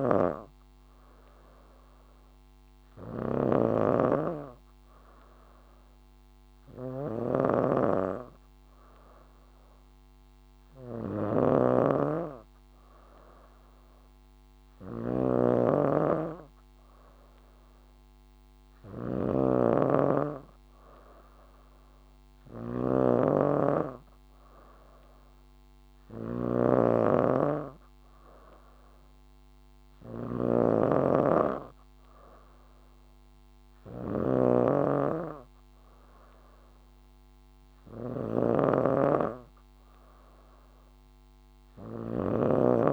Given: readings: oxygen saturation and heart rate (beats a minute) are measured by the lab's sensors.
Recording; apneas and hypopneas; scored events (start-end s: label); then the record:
breathing in sleep by a microphone on the trachea; none
0.00-42.92 s: snoring (device-marked)
From the record:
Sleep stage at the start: N3 (deep sleep); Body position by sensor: on the back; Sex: female